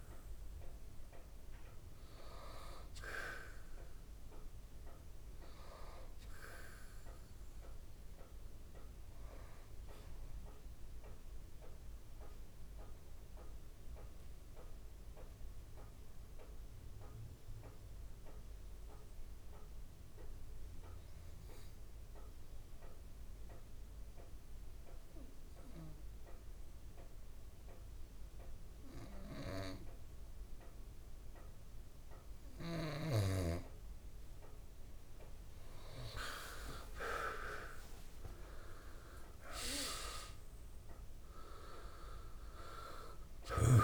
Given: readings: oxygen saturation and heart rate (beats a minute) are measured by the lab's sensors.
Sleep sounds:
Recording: breathing in sleep by a room microphone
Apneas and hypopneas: 1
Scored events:
0.00-14.00 s: oxygen desaturation (device-marked, oxygen 86% lowest, heart rate 37 extreme)
14.00-32.50 s: central apnea (oxygen 94% before, 86% lowest, heart rate 69 before, 52 extreme, up 50 after)
31.00-43.84 s: oxygen desaturation (device-marked, oxygen 98% before, 86% lowest, heart rate 51 before, 62 extreme)
37.00-41.50 s: arousal
From the record:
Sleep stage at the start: N2 (light sleep)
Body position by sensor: on the back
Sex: male

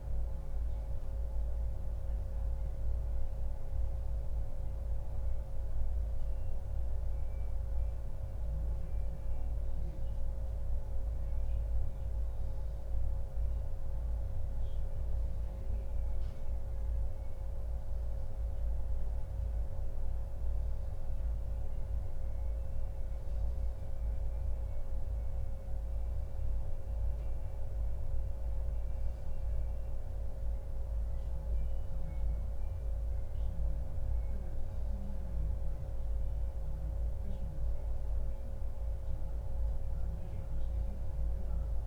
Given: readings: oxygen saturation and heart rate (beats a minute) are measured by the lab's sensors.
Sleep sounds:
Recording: breathing in sleep, hard to hear, by a room microphone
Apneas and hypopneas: none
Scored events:
none scored
From the record:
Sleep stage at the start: N1 (lightest sleep)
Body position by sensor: on the back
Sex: male

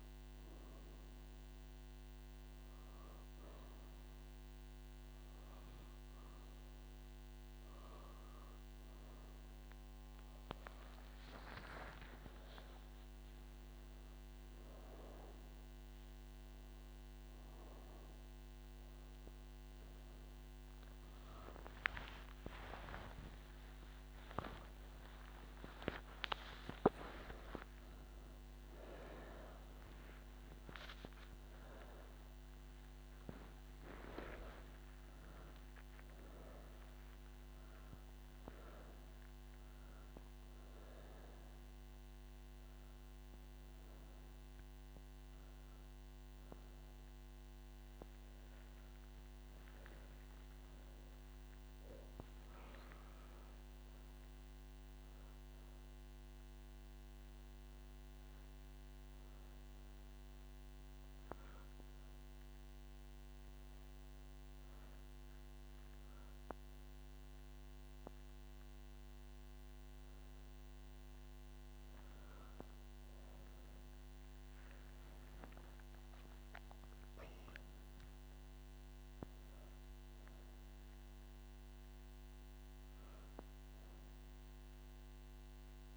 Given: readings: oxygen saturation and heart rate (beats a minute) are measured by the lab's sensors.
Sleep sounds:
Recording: breathing in sleep by a microphone on the trachea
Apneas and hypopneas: none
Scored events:
30.50-33.50 s: oxygen desaturation (device-marked, oxygen 98% before, 95% lowest)
46.50-85.97 s: new sleep stage, N3 (deep sleep)
From the record:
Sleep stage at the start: N1 (lightest sleep)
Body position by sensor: on the back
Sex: female

